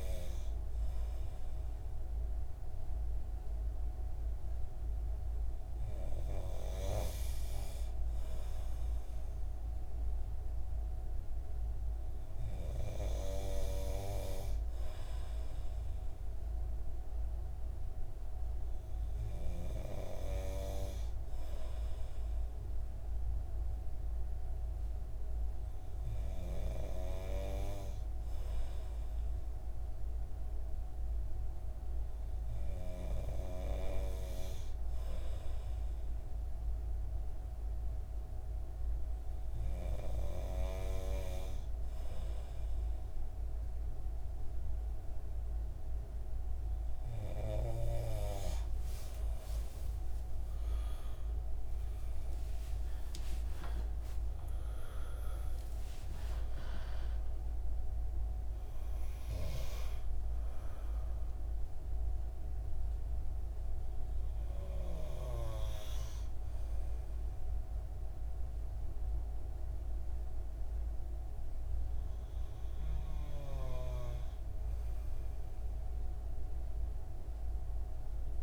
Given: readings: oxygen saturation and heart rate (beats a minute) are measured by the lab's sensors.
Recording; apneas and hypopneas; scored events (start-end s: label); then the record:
breathing in sleep by a room microphone; none
36.00-78.43 s: new sleep stage, N2 (light sleep)
51.00-57.00 s: arousal
From the record:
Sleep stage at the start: N3 (deep sleep); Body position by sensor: on the right side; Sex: male